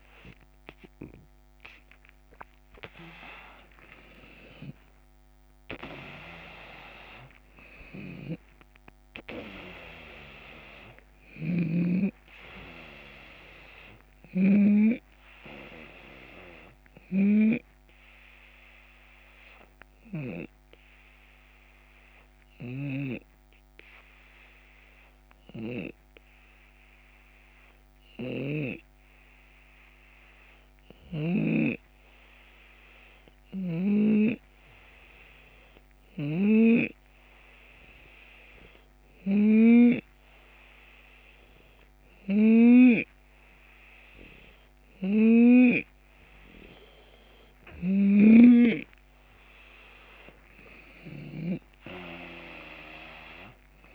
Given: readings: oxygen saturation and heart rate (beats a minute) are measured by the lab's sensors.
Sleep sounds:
breathing in sleep by a microphone on the trachea; 1
1.50-24.50 s: drop in pulse transit time (device-marked, heart rate 79 before, 79 extreme)
2.50-7.50 s: arousal
10.50-22.50 s: snoring (device-marked)
16.00-43.50 s: hypopnea (oxygen 93% before, 89% lowest, heart rate 82 before, 76 extreme, up 1 after)
35.50-39.00 s: snoring (device-marked)
47.50-51.00 s: snoring (device-marked)
49.50-53.50 s: arousal
51.50-53.95 s: drop in pulse transit time (device-marked, heart rate 77 before, 76 extreme)
From the record:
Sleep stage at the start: N2 (light sleep); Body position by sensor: on the left side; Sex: male

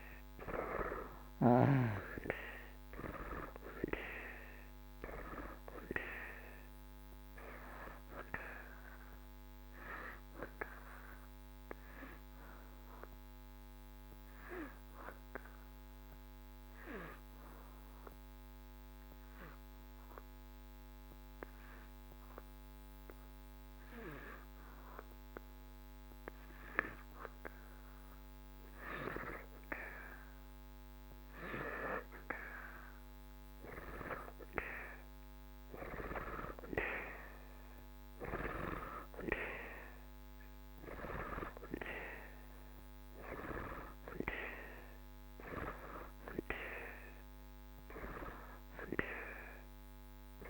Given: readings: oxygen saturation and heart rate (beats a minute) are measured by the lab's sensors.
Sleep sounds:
breathing in sleep by a microphone on the trachea; 1
0.00-24.50 s: oxygen desaturation (device-marked, oxygen 80% lowest)
13.00-26.50 s: obstructive apnea (oxygen 96% before, 81% lowest)
32.00-37.00 s: arousal
37.50-50.50 s: oxygen desaturation (device-marked, oxygen 94% before, 84% lowest)
From the record:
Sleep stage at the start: N2 (light sleep); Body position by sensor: on the back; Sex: male

